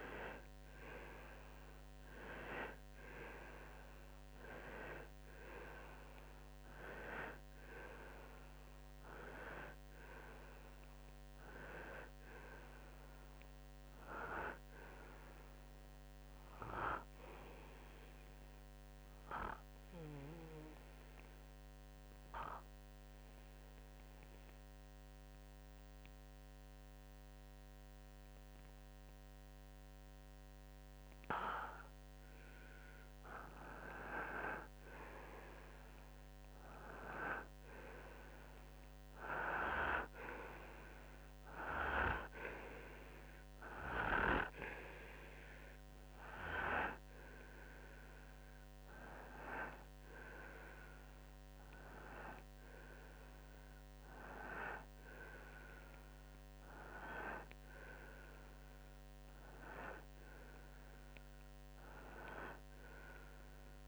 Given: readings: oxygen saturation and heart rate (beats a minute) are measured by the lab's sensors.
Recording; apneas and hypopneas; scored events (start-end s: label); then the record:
breathing in sleep by a microphone on the trachea; 1
19.00-33.50 s: obstructive apnea (oxygen 97% before, 92% lowest, heart rate 58 before, 56 extreme, up 3 after)
35.50-39.50 s: arousal
53.50-63.88 s: oxygen desaturation (device-marked, oxygen 97% before, 93% lowest, heart rate 59 before, 56 extreme)
From the record:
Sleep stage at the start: N2 (light sleep); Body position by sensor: on the right side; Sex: male